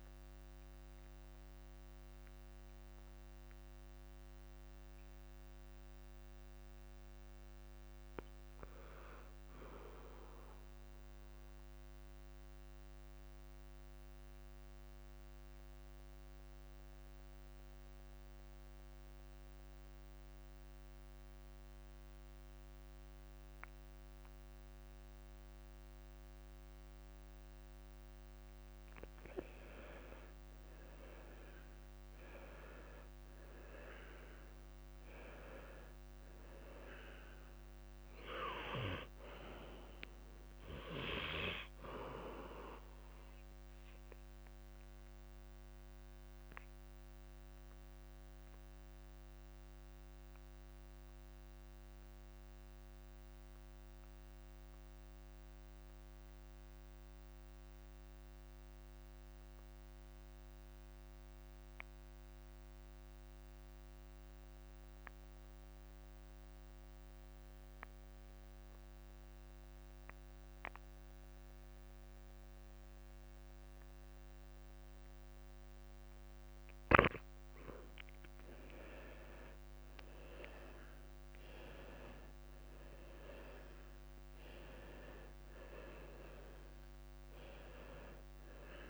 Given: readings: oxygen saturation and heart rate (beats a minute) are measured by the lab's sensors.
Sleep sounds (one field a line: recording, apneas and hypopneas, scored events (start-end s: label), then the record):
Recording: breathing in sleep by a microphone on the trachea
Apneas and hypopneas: 2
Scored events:
0.00-11.00 s: oxygen desaturation (device-marked, oxygen 88% lowest, heart rate 48 extreme)
12.50-28.50 s: mixed apnea (oxygen 97% before, 89% lowest, heart rate 51 before, 49 extreme, up 7 after)
29.00-62.00 s: oxygen desaturation (device-marked, oxygen 98% before, 89% lowest, heart rate 50 before, 36 extreme)
30.50-34.00 s: arousal
45.00-77.50 s: mixed apnea (oxygen 98% before, 88% lowest, heart rate 54 before, 33 extreme, up 2 after)
75.00-88.90 s: oxygen desaturation (device-marked, oxygen 97% before, 88% lowest, heart rate 52 before, 33 extreme)
78.00-80.00 s: long interval between heartbeats (device-marked, heart rate 52 before, 54 extreme)
80.00-84.50 s: arousal
81.00-83.00 s: long interval between heartbeats (device-marked, heart rate 52 before, 46 extreme)
84.50-86.50 s: long interval between heartbeats (device-marked, heart rate 51 before, 38 extreme)
From the record:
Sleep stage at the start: N2 (light sleep)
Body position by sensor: on the left side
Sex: male